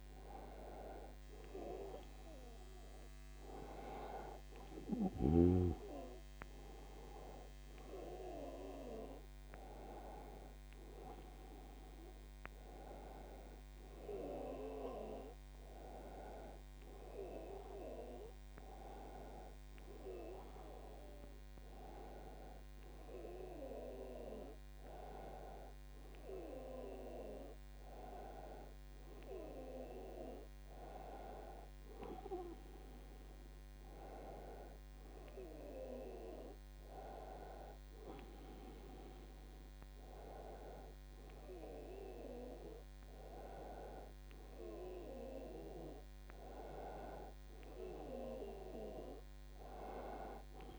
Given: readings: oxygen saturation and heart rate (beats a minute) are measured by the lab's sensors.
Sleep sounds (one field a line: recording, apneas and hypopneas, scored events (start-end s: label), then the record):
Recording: breathing in sleep by a microphone on the trachea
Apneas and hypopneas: none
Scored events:
none scored
From the record:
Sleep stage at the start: N1 (lightest sleep)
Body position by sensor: on the back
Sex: male